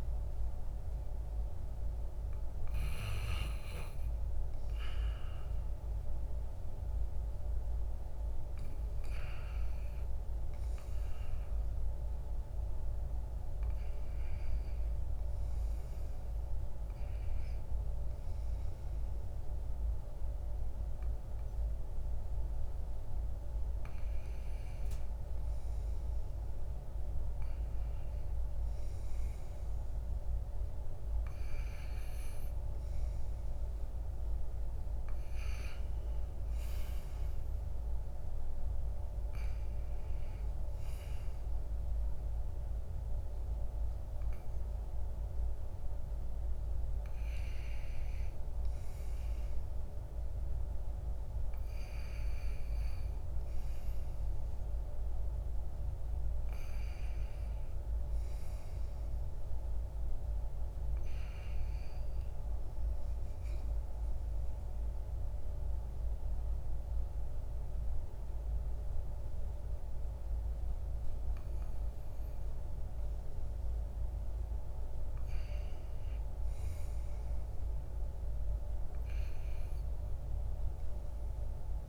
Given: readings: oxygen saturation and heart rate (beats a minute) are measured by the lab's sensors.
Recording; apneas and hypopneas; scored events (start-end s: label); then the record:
breathing in sleep, hard to hear, by a room microphone; 1
63.00-73.50 s: obstructive apnea (oxygen 97% before, 95% lowest, heart rate 58 before, 58 extreme, up 1 after)
From the record:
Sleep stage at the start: REM sleep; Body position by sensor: on the back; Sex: male